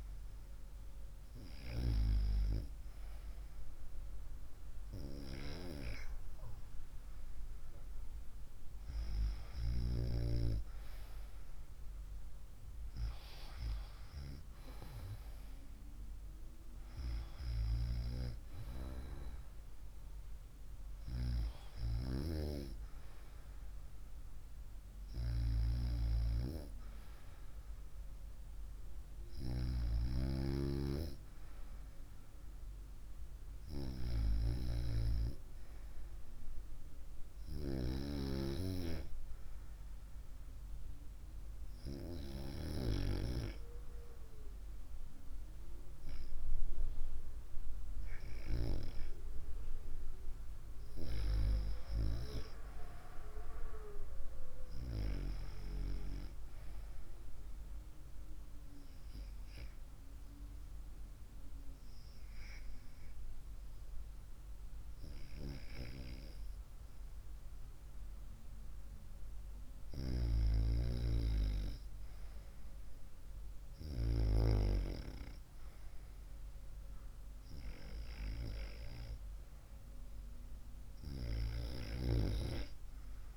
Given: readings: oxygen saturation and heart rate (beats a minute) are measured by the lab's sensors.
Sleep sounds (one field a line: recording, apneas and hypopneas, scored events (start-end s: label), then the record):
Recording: breathing in sleep by a room microphone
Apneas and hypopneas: 1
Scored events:
58.50-70.00 s: hypopnea (oxygen 96% before, 92% lowest, heart rate 67 before, 64 extreme, up 1 after)
72.50-75.50 s: arousal
From the record:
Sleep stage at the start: REM sleep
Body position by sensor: on the right side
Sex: female